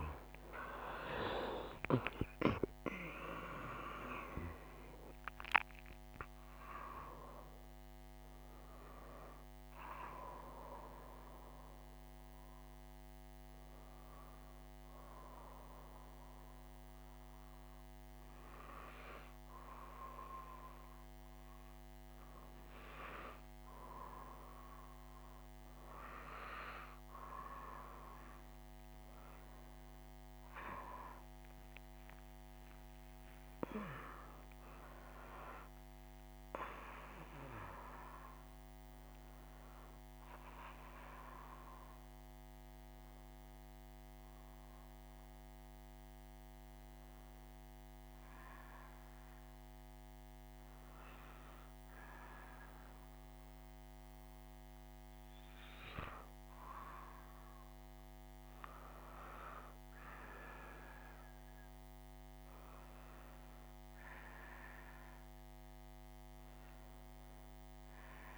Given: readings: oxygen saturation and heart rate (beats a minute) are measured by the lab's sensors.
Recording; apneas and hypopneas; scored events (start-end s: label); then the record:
a person awake in a sleep study, by a microphone on the trachea; none
60.00-68.38 s: new sleep stage, N1 (lightest sleep)
From the record:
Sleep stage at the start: awake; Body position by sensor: on the right side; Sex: female